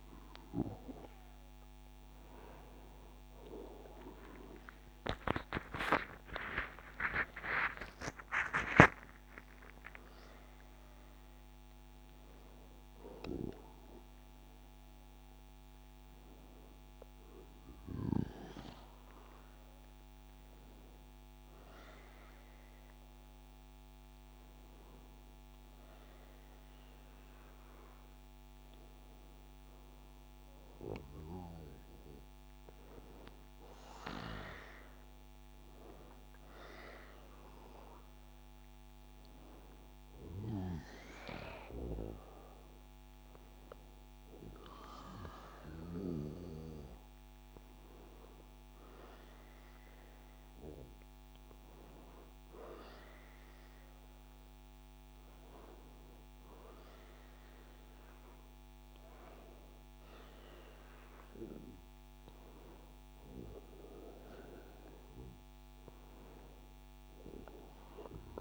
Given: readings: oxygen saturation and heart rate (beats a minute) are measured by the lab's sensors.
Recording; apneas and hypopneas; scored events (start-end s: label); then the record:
a person awake in a sleep study, by a microphone on the trachea; none
46.00-68.41 s: new sleep stage, N1 (lightest sleep)
From the record:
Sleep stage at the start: awake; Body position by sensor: on the back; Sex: male